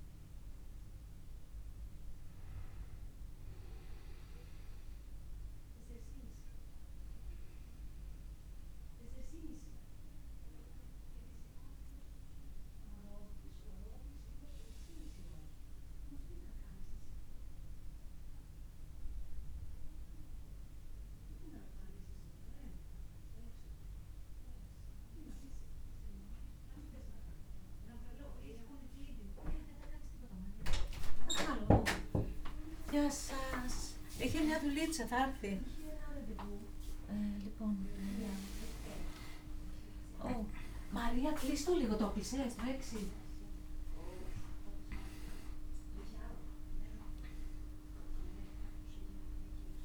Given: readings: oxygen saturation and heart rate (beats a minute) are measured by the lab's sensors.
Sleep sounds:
breathing in sleep by a room microphone; 1
0.00-18.50 s: oxygen desaturation (device-marked, oxygen 84% lowest)
5.50-31.00 s: obstructive apnea
39.50-49.85 s: new sleep stage, awake
From the record:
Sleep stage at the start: N2 (light sleep); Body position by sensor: on the back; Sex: male

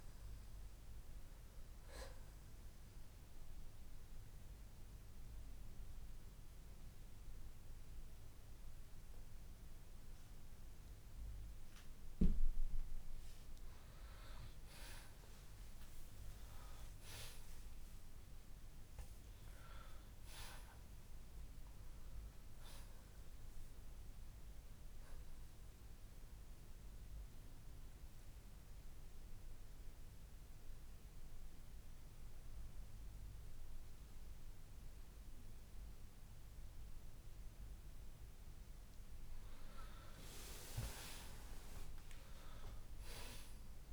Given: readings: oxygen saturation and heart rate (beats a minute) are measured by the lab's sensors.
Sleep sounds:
breathing in sleep by a room microphone; 2
2.00-14.00 s: obstructive apnea (oxygen 95% before, 81% lowest, heart rate 65 before, 55 extreme, up 5 after)
5.00-20.00 s: oxygen desaturation (device-marked, oxygen 91% before, 87% lowest, heart rate 64 before, 53 extreme)
16.00-20.00 s: arousal
27.00-39.00 s: oxygen desaturation (device-marked, oxygen 93% before, 84% lowest, heart rate 64 before, 53 extreme)
28.50-38.50 s: central apnea (oxygen 93% before, 81% lowest, heart rate 64 before, 53 extreme, up 11 after)
42.00-43.93 s: arousal
From the record:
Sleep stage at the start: N2 (light sleep); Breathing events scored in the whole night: 207 in 4.2 hours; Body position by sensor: on the left side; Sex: male

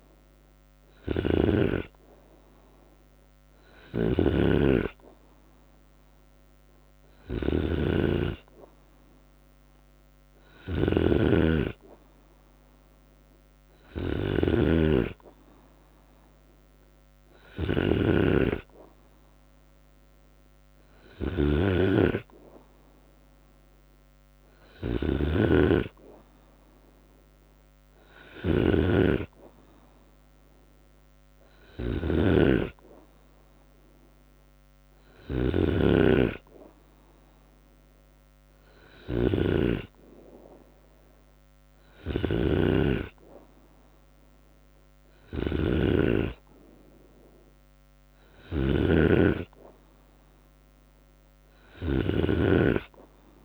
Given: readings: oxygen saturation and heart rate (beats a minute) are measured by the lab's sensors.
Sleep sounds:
breathing in sleep by a microphone on the trachea; none
0.00-3.50 s: drop in pulse transit time (device-marked, heart rate 76 extreme)
0.00-53.45 s: snoring (device-marked)
6.50-8.50 s: long interval between heartbeats (device-marked, heart rate 77 before, 69 extreme)
19.50-21.50 s: long interval between heartbeats (device-marked, heart rate 77 before, 75 extreme)
37.50-39.50 s: long interval between heartbeats (device-marked, heart rate 77 before, 69 extreme)
40.50-42.50 s: long interval between heartbeats (device-marked, heart rate 77 before, 67 extreme)
From the record:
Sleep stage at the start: N2 (light sleep); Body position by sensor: on the right side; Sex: male

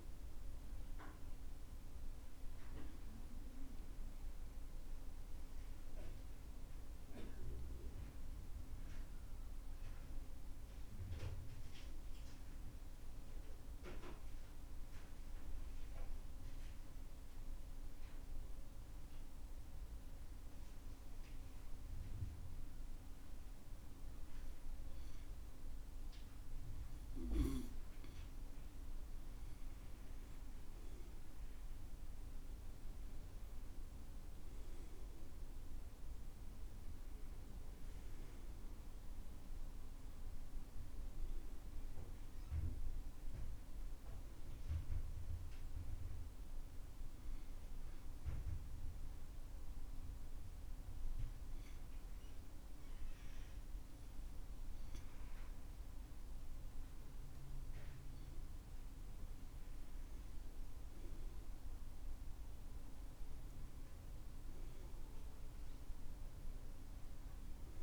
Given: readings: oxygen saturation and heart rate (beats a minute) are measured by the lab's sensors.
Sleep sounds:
breathing in sleep, hard to hear, by a room microphone; 2
16.50-29.00 s: obstructive apnea (oxygen 94% before, 90% lowest, heart rate 69 before, 62 extreme, up 11 after)
18.00-67.83 s: new sleep stage, N2 (light sleep)
31.00-35.00 s: arousal
45.00-61.00 s: oxygen desaturation (device-marked, oxygen 95% before, 90% lowest, heart rate 70 before, 62 extreme)
49.00-60.00 s: obstructive apnea (oxygen 97% before, 90% lowest, heart rate 70 before, 62 extreme, up 7 after)
62.50-67.50 s: arousal
From the record:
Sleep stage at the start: N1 (lightest sleep); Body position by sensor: on the back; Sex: male

